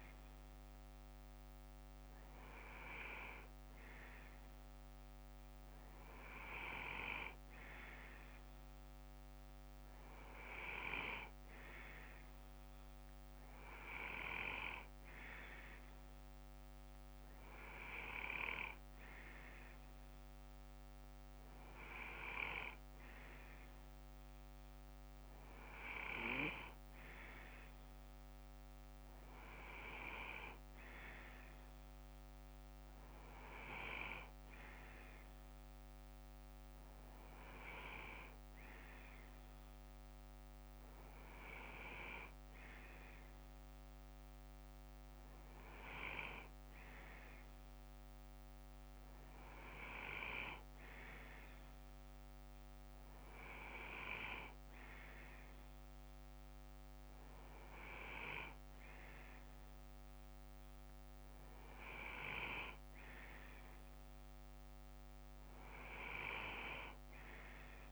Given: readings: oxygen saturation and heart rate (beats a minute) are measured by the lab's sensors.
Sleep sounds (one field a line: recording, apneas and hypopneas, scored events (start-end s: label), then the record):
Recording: breathing in sleep by a microphone on the trachea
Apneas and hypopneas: none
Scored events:
38.00-44.00 s: bradycardia (device-marked, heart rate 61 before, 59 extreme)
58.00-61.00 s: bradycardia (device-marked, heart rate 61 before, 57 extreme)
62.00-67.92 s: bradycardia (device-marked, heart rate 61 before, 59 extreme)
From the record:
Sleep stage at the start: N2 (light sleep)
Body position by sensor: on the left side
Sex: male